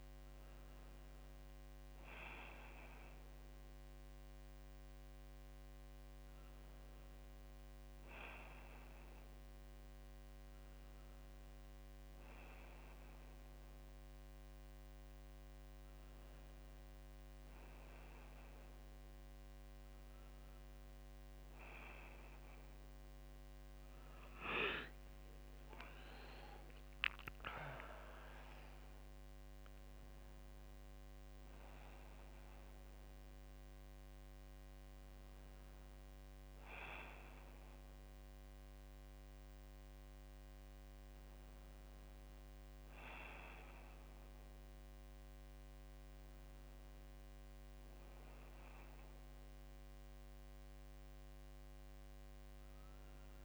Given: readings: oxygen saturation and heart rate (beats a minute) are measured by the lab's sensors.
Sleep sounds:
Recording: breathing in sleep by a microphone on the trachea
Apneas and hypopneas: none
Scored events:
24.00-28.50 s: arousal
From the record:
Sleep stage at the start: N1 (lightest sleep)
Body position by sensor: on the back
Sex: female

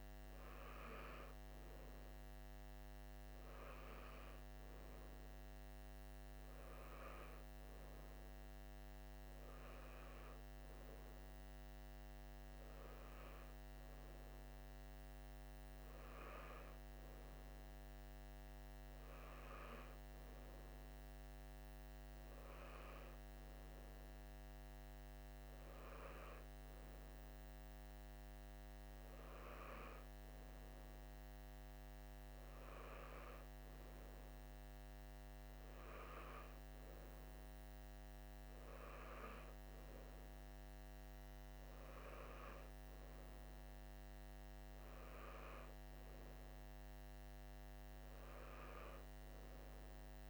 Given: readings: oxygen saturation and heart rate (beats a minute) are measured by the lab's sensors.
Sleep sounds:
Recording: breathing in sleep, hard to hear, by a microphone on the trachea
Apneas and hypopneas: none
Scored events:
none scored
From the record:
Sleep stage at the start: N3 (deep sleep)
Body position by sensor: on the right side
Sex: male

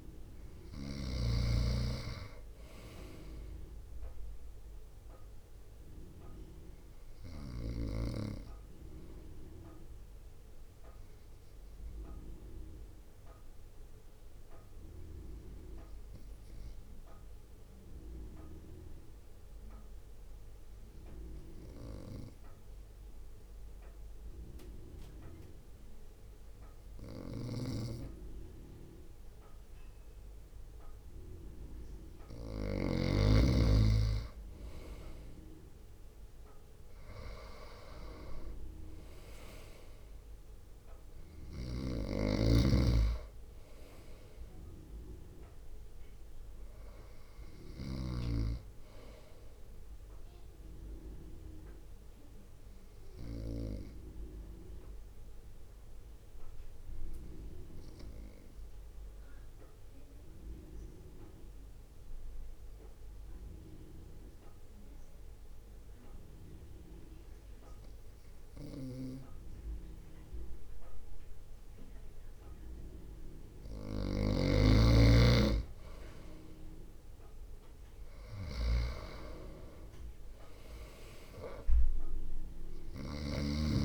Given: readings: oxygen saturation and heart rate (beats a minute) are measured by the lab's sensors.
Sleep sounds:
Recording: breathing in sleep by a room microphone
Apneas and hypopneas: 2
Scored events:
0.00-1.50 s: snoring (device-marked)
0.00-8.00 s: drop in pulse transit time (device-marked, heart rate 53 extreme)
9.50-31.00 s: obstructive apnea (oxygen 97% before, 94% lowest, heart rate 55 before, 52 extreme, up 3 after)
27.50-33.00 s: snoring (device-marked)
34.50-38.00 s: arousal
38.00-54.00 s: drop in pulse transit time (device-marked, heart rate 55 before, 52 extreme)
52.50-72.00 s: obstructive apnea (oxygen 97% before, 94% lowest, heart rate 55 before, 53 extreme, up 5 after)
73.50-76.00 s: arousal
74.00-83.85 s: snoring (device-marked)
79.00-83.85 s: drop in pulse transit time (device-marked, heart rate 57 before, 53 extreme)
From the record:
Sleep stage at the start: N2 (light sleep)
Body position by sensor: on the front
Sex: male

